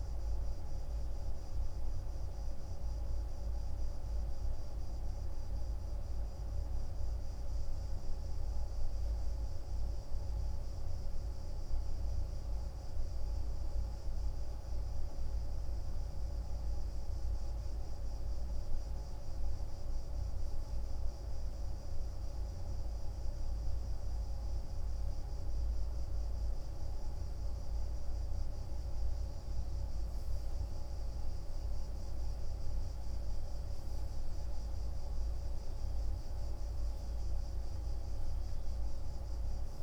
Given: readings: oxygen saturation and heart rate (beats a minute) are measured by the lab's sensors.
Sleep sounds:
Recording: breathing in sleep, hard to hear, by a room microphone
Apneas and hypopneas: none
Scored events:
none scored
From the record:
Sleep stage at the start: N3 (deep sleep)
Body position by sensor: on the right side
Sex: male

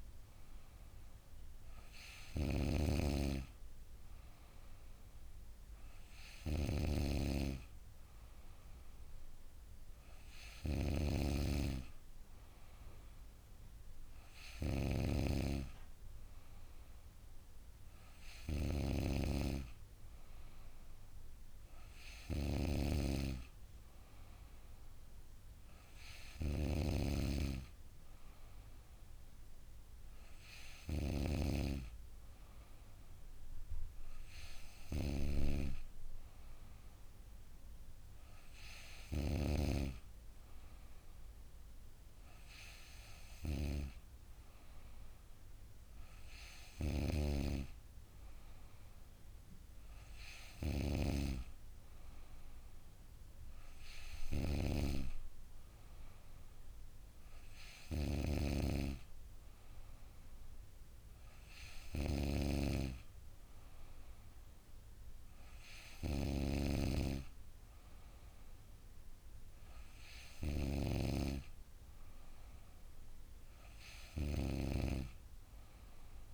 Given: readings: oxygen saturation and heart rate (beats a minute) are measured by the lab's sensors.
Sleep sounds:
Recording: breathing in sleep by a room microphone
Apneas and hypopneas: none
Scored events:
none scored
From the record:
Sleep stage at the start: N2 (light sleep)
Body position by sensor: on the back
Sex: female

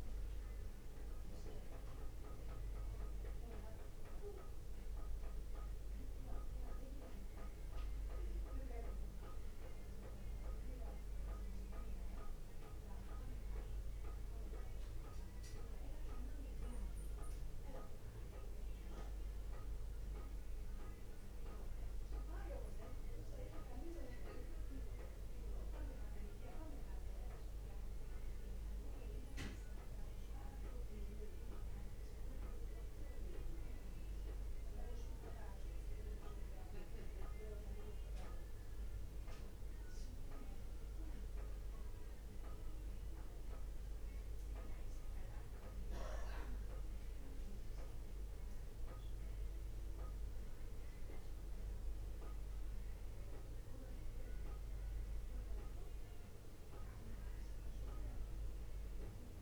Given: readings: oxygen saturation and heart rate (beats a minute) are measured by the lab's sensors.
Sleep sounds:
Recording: a person awake in a sleep study, by a room microphone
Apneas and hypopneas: none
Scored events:
31.50-59.42 s: new sleep stage, N1 (lightest sleep)
From the record:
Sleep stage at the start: awake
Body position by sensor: on the back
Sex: male

